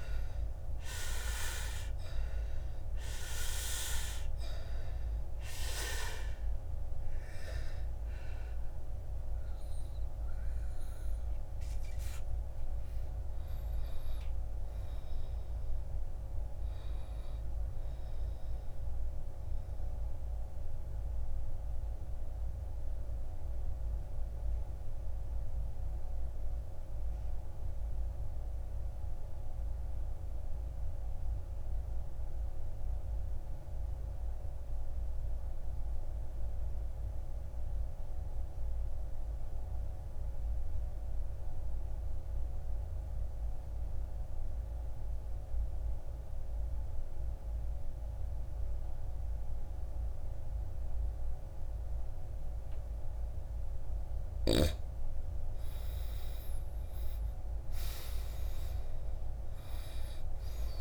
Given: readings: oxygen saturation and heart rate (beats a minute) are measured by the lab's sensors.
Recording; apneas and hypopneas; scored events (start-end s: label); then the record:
breathing in sleep by a room microphone; 1
0.00-31.50 s: oxygen desaturation (device-marked, oxygen 76% lowest, heart rate 49 extreme)
19.50-55.00 s: obstructive apnea (oxygen 96% before, 77% lowest, heart rate 68 before, 49 extreme, up 11 after)
47.50-60.81 s: oxygen desaturation (device-marked, oxygen 99% before, 77% lowest, heart rate 53 before, 54 extreme)
56.50-60.00 s: arousal
From the record:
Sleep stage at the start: N2 (light sleep); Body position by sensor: on the back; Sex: male